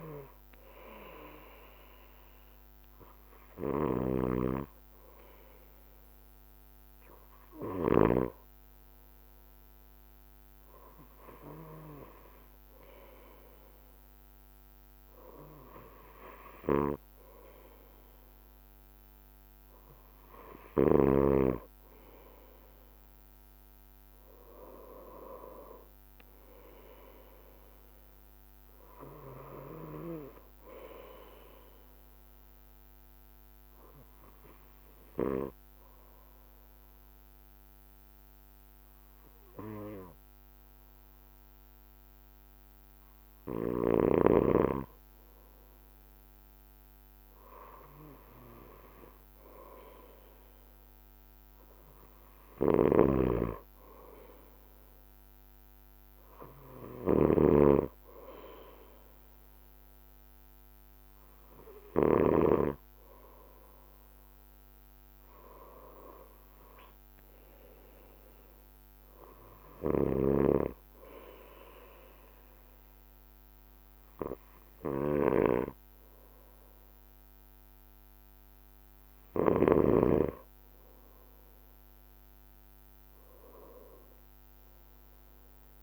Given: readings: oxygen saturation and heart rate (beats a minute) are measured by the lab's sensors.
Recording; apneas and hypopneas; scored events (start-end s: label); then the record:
breathing in sleep by a microphone on the trachea; 1
0.00-85.83 s: bradycardia (device-marked)
31.50-45.00 s: obstructive apnea (oxygen 93% before, 90% lowest, heart rate 54 before, 52 extreme, up 2 after)
47.50-51.00 s: arousal
53.00-58.00 s: snoring (device-marked)
From the record:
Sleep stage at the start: N2 (light sleep); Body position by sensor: on the back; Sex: male